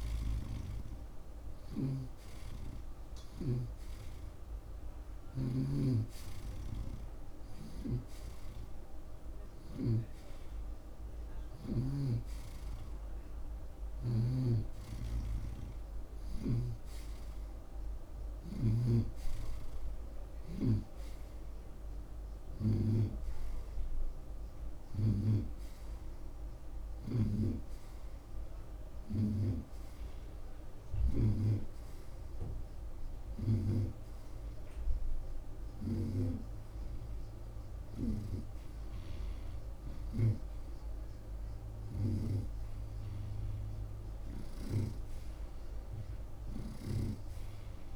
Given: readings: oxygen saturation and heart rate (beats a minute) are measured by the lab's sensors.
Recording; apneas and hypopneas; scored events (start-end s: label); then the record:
breathing in sleep by a room microphone; none
1.50-12.00 s: snoring (device-marked)
16.50-25.50 s: snoring (device-marked)
24.50-47.96 s: new sleep stage, N2 (light sleep)
From the record:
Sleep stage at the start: N1 (lightest sleep); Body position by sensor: on the right side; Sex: male